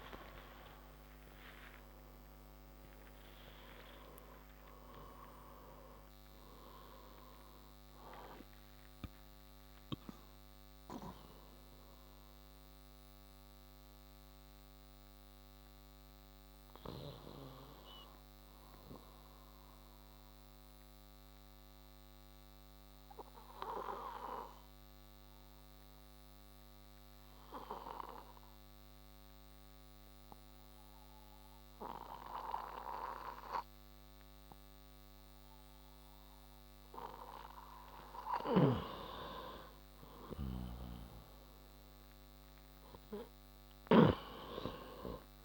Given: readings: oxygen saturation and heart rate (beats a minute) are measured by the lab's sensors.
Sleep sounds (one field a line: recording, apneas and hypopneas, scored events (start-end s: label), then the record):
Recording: breathing in sleep by a microphone on the trachea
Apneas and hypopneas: 1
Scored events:
0.00-5.00 s: arousal
19.50-38.00 s: obstructive apnea (oxygen 98% before, 90% lowest, heart rate 88 before, 58 extreme, up 15 after)
38.50-44.50 s: snoring (device-marked)
39.50-43.50 s: arousal
39.50-45.44 s: oxygen desaturation (device-marked, oxygen 97% before, 91% lowest, heart rate 62 before, 58 extreme)
From the record:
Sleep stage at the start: N2 (light sleep)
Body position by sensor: on the left side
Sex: male